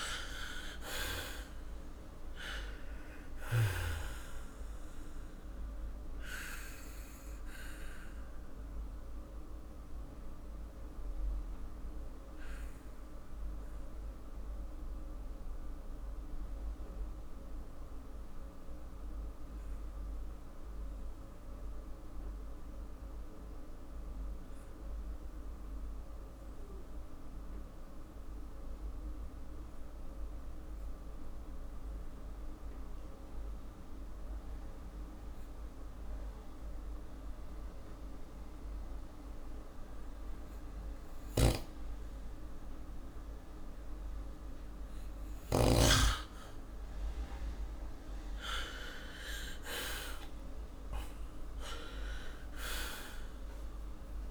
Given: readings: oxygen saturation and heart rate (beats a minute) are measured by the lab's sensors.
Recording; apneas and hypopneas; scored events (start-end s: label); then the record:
breathing in sleep by a room microphone; 1
0.00-2.00 s: arousal
0.00-8.00 s: oxygen desaturation (device-marked, oxygen 92% lowest, heart rate 44 extreme)
4.50-45.00 s: obstructive apnea (oxygen 98% before, 94% lowest, heart rate 57 before, 44 extreme, up 13 after)
37.00-44.00 s: oxygen desaturation (device-marked, oxygen 99% before, 94% lowest, heart rate 48 before, 45 extreme)
41.00-45.50 s: snoring (device-marked)
47.00-51.50 s: arousal
From the record:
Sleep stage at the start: N2 (light sleep); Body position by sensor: on the back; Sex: male